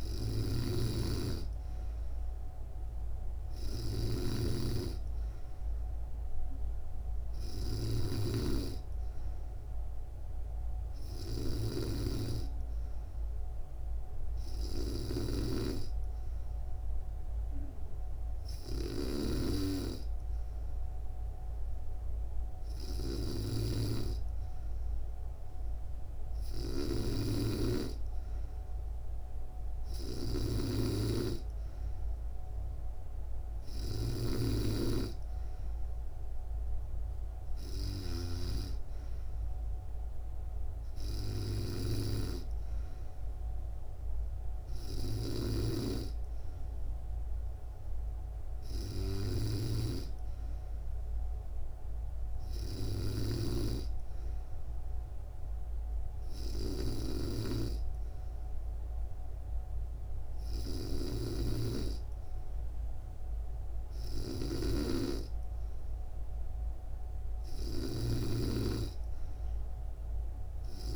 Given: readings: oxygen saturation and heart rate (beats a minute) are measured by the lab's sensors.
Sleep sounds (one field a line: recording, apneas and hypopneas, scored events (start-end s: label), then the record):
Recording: breathing in sleep by a room microphone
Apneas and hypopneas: none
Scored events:
0.00-11.50 s: snoring (device-marked)
22.50-45.00 s: snoring (device-marked)
67.00-70.96 s: snoring (device-marked)
From the record:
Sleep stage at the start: N3 (deep sleep)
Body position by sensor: on the back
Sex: female